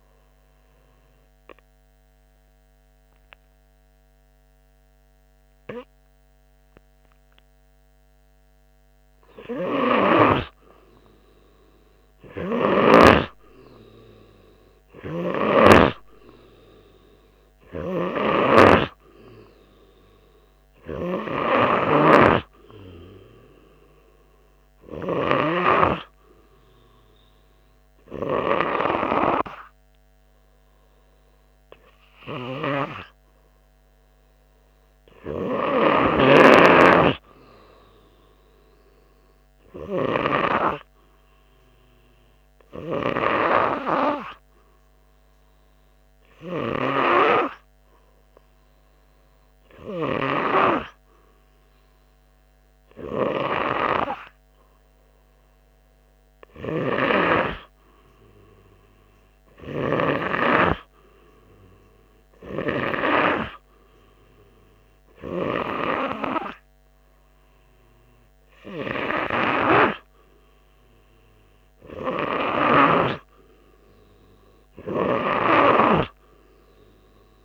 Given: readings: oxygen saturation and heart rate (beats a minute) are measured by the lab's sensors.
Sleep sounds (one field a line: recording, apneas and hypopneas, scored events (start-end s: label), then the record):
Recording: breathing in sleep by a microphone on the trachea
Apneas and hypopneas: 2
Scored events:
1.00-11.00 s: obstructive apnea (oxygen 96% before, 94% lowest, heart rate 90 before, 87 extreme, up 3 after)
15.00-18.50 s: arousal
42.00-55.50 s: obstructive apnea (oxygen 96% before, 95% lowest, heart rate 91 before, 84 extreme, up 7 after)
59.00-62.50 s: arousal
From the record:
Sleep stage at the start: N3 (deep sleep)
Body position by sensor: on the front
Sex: male